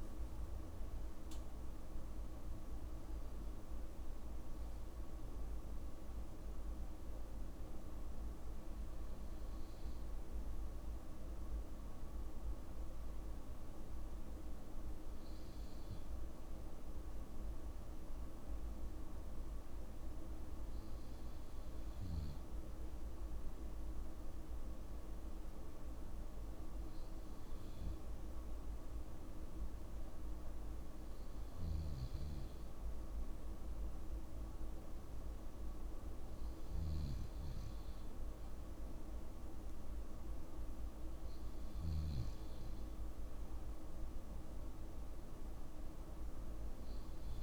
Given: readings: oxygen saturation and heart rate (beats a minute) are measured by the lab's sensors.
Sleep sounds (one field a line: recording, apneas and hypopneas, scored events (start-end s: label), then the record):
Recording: breathing in sleep, hard to hear, by a room microphone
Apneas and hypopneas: 1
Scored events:
0.00-4.00 s: arousal
18.00-31.00 s: hypopnea (oxygen 96% before, 92% lowest, heart rate 58 before, 53 extreme, up 2 after)
34.50-39.50 s: arousal
From the record:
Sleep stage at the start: N2 (light sleep)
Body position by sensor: on the back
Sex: male